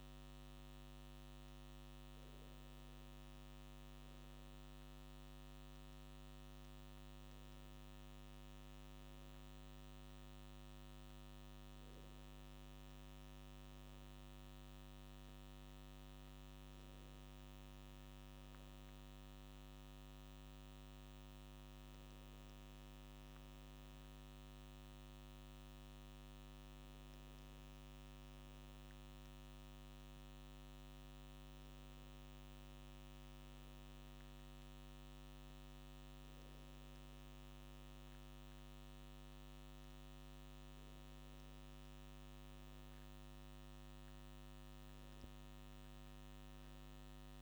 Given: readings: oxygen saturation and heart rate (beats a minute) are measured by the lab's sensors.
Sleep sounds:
a person awake in a sleep study, hard to hear, by a microphone on the trachea; none
none scored
From the record:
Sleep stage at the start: awake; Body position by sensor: on the right side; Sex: male

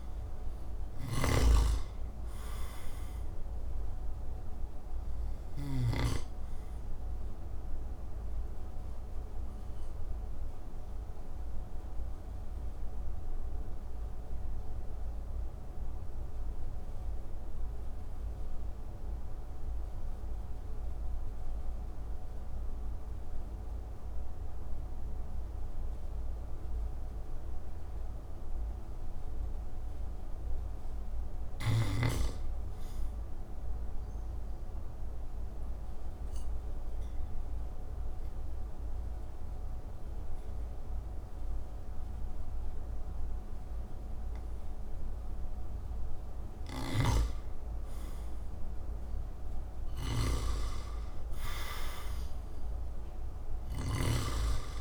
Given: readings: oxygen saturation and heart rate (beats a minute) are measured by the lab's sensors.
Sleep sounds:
breathing in sleep by a room microphone; 1
0.00-5.50 s: snoring (device-marked)
0.00-24.50 s: oxygen desaturation (device-marked, oxygen 80% lowest)
9.00-45.50 s: mixed apnea (oxygen 98% before, 80% lowest)
37.50-45.50 s: oxygen desaturation (device-marked, oxygen 98% before, 92% lowest)
46.00-54.81 s: snoring (device-marked)
47.50-51.50 s: arousal
47.50-54.81 s: oxygen desaturation (device-marked, oxygen 95% before, 83% lowest)
From the record:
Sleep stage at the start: N2 (light sleep); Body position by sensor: on the back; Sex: male

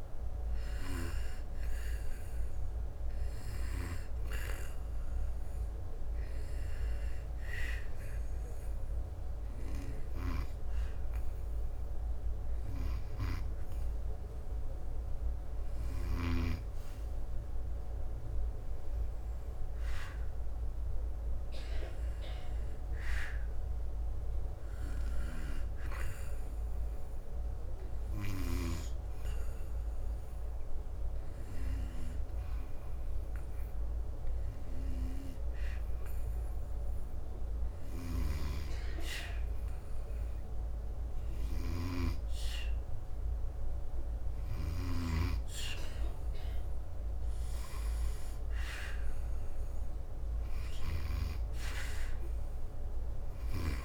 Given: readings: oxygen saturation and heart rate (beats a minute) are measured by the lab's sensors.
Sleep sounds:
breathing in sleep by a room microphone; 1
7.50-18.50 s: oxygen desaturation (device-marked, oxygen 96% before, 91% lowest, heart rate 72 before, 73 extreme)
22.50-43.50 s: hypopnea (oxygen 96% before, 88% lowest, heart rate 75 before, 73 extreme, up 3 after)
46.00-50.50 s: arousal
From the record:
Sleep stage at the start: N2 (light sleep); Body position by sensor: on the back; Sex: male

